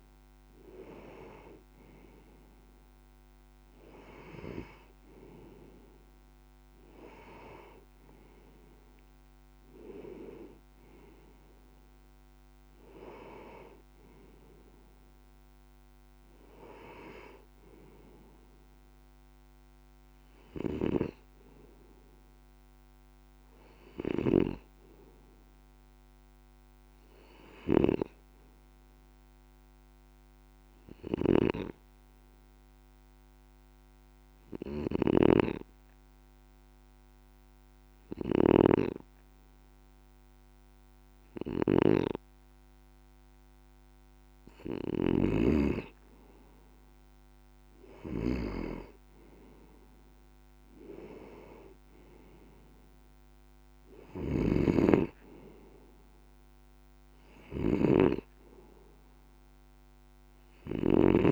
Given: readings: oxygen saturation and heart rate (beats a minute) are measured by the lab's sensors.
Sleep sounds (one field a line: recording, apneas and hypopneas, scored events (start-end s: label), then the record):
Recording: breathing in sleep by a microphone on the trachea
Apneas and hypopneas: 1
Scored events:
20.00-27.50 s: snoring (device-marked)
22.00-26.50 s: arousal
29.00-44.00 s: obstructive apnea (oxygen 96% before, 94% lowest, heart rate 175 before, 98 extreme, up 39 after)
34.50-61.32 s: snoring (device-marked)
45.50-48.50 s: arousal
From the record:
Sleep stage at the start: N2 (light sleep)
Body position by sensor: on the left side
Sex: male